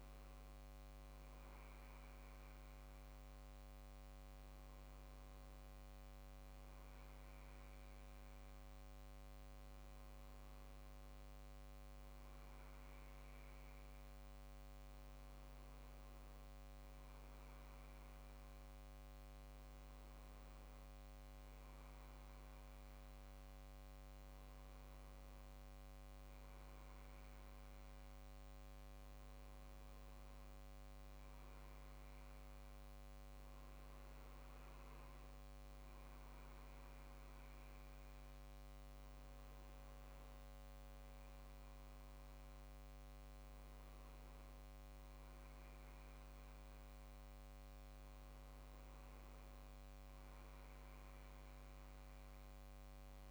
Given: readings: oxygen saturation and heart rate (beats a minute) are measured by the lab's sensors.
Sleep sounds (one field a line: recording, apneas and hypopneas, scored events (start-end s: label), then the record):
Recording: a person awake in a sleep study, hard to hear, by a microphone on the trachea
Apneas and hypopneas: none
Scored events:
none scored
From the record:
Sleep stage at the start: awake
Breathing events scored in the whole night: 310 in 5.2 hours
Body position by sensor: on the back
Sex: male